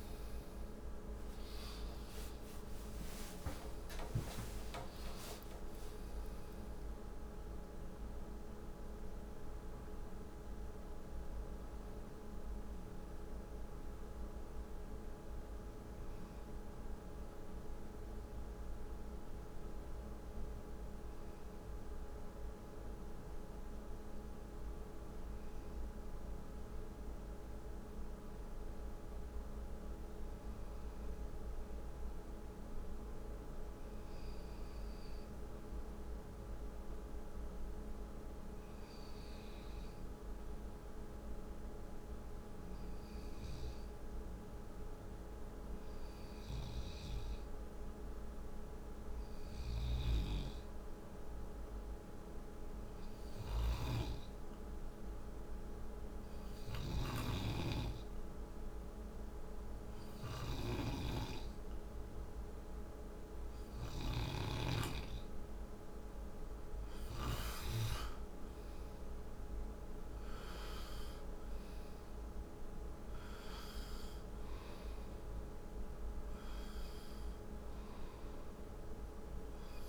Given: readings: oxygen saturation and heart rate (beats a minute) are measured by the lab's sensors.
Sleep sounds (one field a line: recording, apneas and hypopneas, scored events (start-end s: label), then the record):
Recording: breathing in sleep, hard to hear, by a room microphone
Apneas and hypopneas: 1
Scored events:
0.00-4.00 s: arousal
0.00-23.00 s: oxygen desaturation (device-marked, oxygen 93% lowest, heart rate 58 extreme)
31.50-63.50 s: hypopnea (oxygen 98% before, 89% lowest, heart rate 64 before, 62 extreme, up 9 after)
35.00-79.89 s: oxygen desaturation (device-marked, oxygen 98% before, 91% lowest, heart rate 61 before, 62 extreme)
67.50-72.00 s: arousal
From the record:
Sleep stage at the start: N2 (light sleep)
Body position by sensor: on the right side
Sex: male